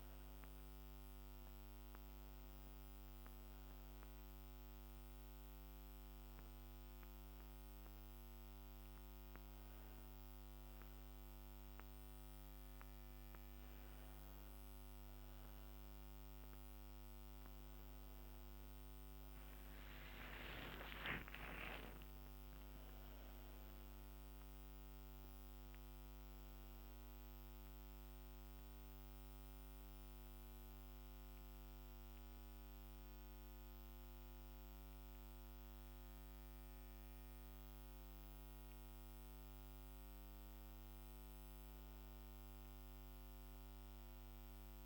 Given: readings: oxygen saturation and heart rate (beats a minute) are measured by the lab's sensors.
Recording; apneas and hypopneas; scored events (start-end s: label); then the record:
breathing in sleep, hard to hear, by a microphone on the trachea; 1
4.00-16.00 s: hypopnea (oxygen 94% before, 92% lowest, heart rate 67 before, 62 extreme, up 8 after)
18.50-23.00 s: arousal
From the record:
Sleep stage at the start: N2 (light sleep); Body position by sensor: on the right side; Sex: female